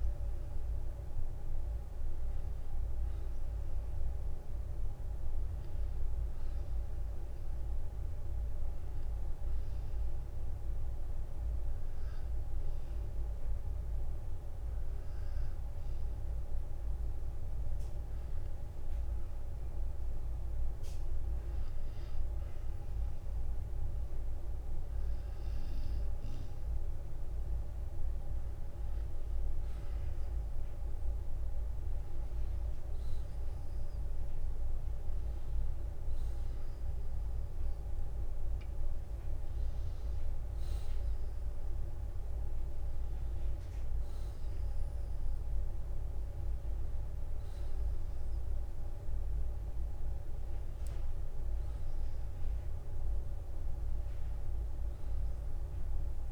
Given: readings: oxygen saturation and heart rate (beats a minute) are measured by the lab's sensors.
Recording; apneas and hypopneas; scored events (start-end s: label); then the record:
breathing in sleep, hard to hear, by a room microphone; 1
1.50-5.00 s: arousal
9.50-19.50 s: obstructive apnea (oxygen 96% before, 91% lowest, heart rate 59 before, 50 extreme, up 11 after)
23.00-26.50 s: arousal
31.50-51.50 s: oxygen desaturation (device-marked, oxygen 94% before, 91% lowest, heart rate 57 before, 52 extreme)
From the record:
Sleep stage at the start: N2 (light sleep); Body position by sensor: on the back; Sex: male